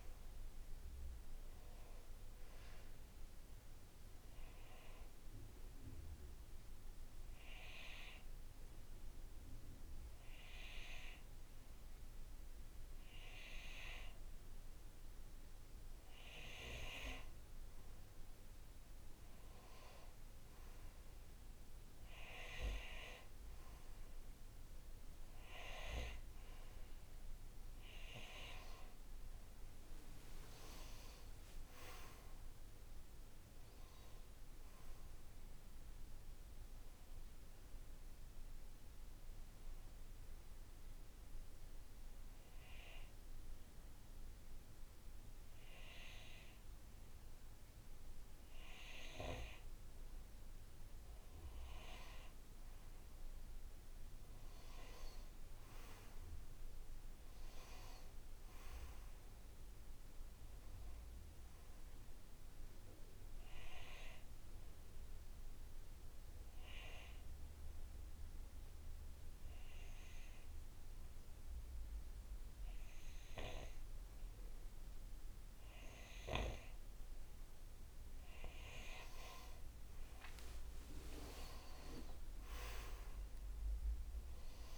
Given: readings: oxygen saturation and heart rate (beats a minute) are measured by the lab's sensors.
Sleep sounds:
breathing in sleep by a room microphone; 3
5.50-16.50 s: hypopnea (oxygen 95% before, 89% lowest, heart rate 62 before, 59 extreme, up 5 after)
18.50-22.00 s: arousal
22.50-34.50 s: oxygen desaturation (device-marked, oxygen 94% before, 90% lowest, heart rate 61 before, 59 extreme)
32.00-35.50 s: arousal
39.00-51.00 s: hypopnea (oxygen 94% before, 88% lowest, heart rate 66 before, 53 extreme, up 8 after)
54.50-58.00 s: arousal
56.50-72.50 s: oxygen desaturation (device-marked, oxygen 95% before, 89% lowest, heart rate 63 before, 53 extreme)
65.50-77.50 s: obstructive apnea (oxygen 95% before, 88% lowest, heart rate 64 before, 53 extreme, up 19 after)
80.00-84.00 s: arousal
From the record:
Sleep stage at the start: N2 (light sleep); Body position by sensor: on the back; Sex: male

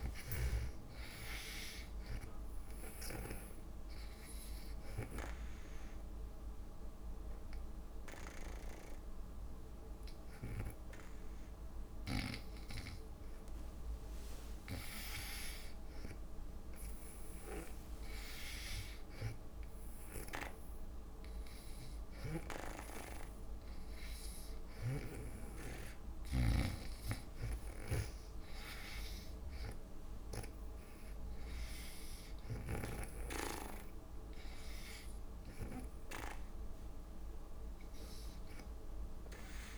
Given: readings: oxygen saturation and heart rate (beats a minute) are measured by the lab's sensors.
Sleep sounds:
breathing in sleep by a room microphone; 1
0.00-16.50 s: oxygen desaturation (device-marked, oxygen 86% lowest)
5.50-15.50 s: obstructive apnea (oxygen 97% before, 86% lowest)
18.00-22.00 s: arousal
24.50-32.50 s: oxygen desaturation (device-marked, oxygen 95% before, 90% lowest)
25.00-33.50 s: snoring (device-marked)
From the record:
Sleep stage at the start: N2 (light sleep); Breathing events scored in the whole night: 383 in 4.4 hours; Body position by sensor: on the back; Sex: female

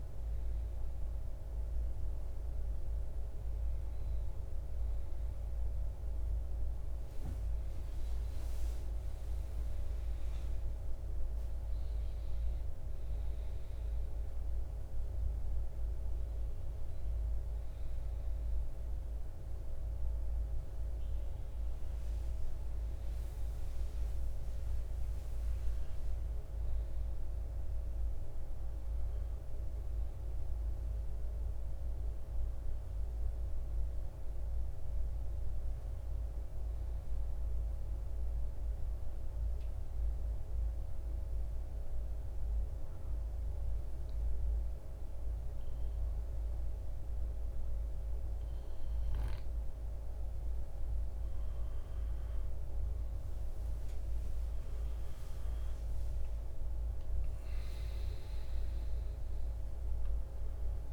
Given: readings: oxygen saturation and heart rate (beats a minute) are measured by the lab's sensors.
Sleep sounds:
breathing in sleep, hard to hear, by a room microphone; 1
31.00-60.92 s: oxygen desaturation (device-marked, oxygen 95% before, 86% lowest, heart rate 64 before, 56 extreme)
37.00-60.92 s: new sleep stage, N2 (light sleep)
40.50-51.50 s: hypopnea (oxygen 97% before, 86% lowest, heart rate 65 before, 65 extreme, up 9 after)
56.50-60.50 s: arousal
From the record:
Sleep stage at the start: N1 (lightest sleep); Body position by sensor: on the back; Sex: male

